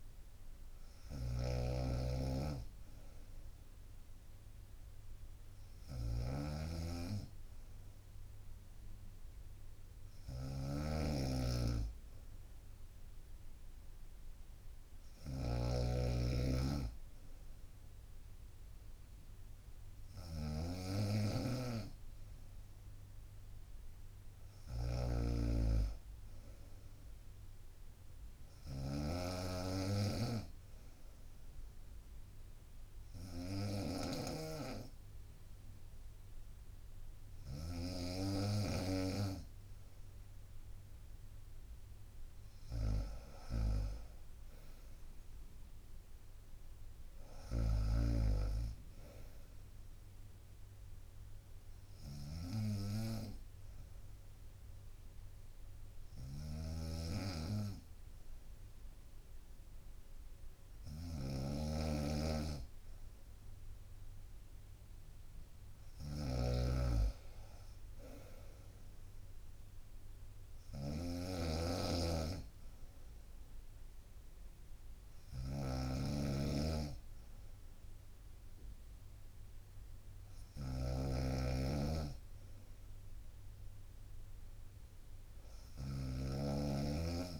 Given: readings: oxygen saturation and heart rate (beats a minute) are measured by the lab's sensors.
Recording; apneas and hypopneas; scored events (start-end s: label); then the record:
breathing in sleep by a room microphone; 2
0.00-3.00 s: drop in pulse transit time (device-marked, heart rate 63 extreme)
0.00-87.39 s: snoring (device-marked)
29.50-40.50 s: obstructive apnea (oxygen 95% before, 93% lowest, heart rate 64 before, 64 extreme, up 2 after)
42.50-45.50 s: arousal
52.00-64.00 s: obstructive apnea (oxygen 94% before, 93% lowest, heart rate 65 before, 63 extreme, up 3 after)
68.50-72.00 s: arousal
From the record:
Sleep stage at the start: N2 (light sleep); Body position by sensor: on the right side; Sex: female